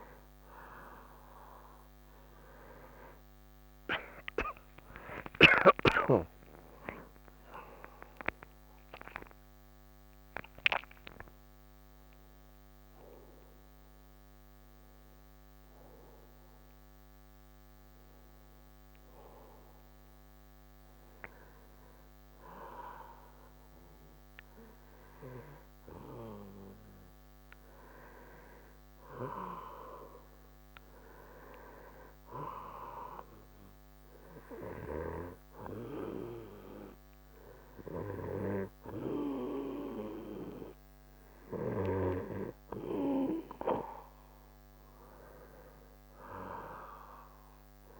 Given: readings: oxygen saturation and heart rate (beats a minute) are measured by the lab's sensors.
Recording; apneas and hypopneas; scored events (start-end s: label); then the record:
breathing in sleep by a microphone on the trachea; none
0.00-6.00 s: oxygen desaturation (device-marked, oxygen 89% lowest)
5.00-10.00 s: arousal
28.00-48.00 s: new sleep stage, N2 (light sleep)
34.00-45.00 s: oxygen desaturation (device-marked, oxygen 95% before, 91% lowest)
From the record:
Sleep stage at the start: N1 (lightest sleep); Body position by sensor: on the back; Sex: male